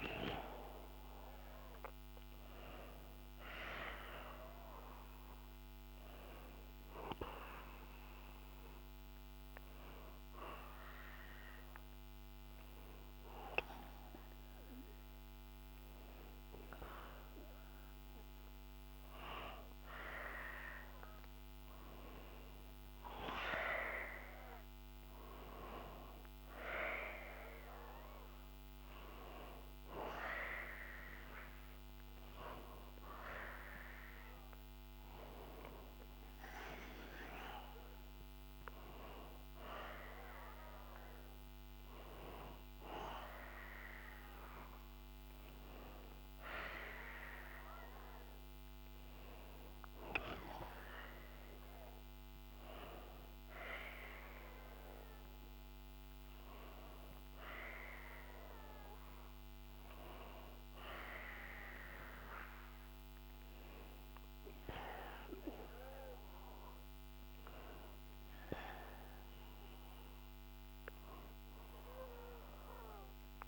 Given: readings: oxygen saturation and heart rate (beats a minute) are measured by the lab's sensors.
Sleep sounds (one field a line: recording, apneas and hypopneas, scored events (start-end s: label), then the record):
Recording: breathing in sleep by a microphone on the trachea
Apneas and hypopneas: none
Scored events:
none scored
From the record:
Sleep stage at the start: N1 (lightest sleep)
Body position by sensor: on the back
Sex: male